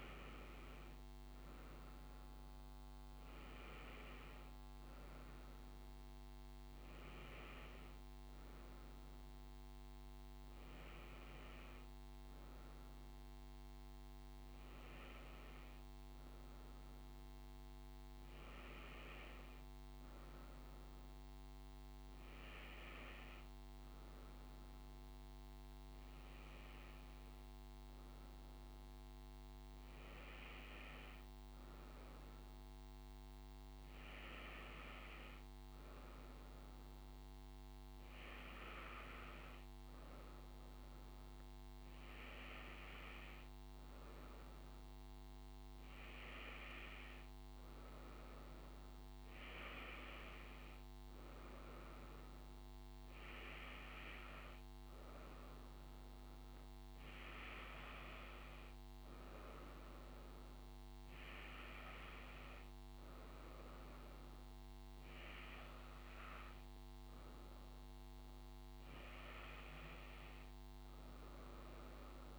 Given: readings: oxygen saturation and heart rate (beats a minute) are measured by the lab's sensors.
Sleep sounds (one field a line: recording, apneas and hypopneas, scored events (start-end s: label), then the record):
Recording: breathing in sleep by a microphone on the trachea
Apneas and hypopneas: none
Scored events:
none scored
From the record:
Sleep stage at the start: N2 (light sleep)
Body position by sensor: on the front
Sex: female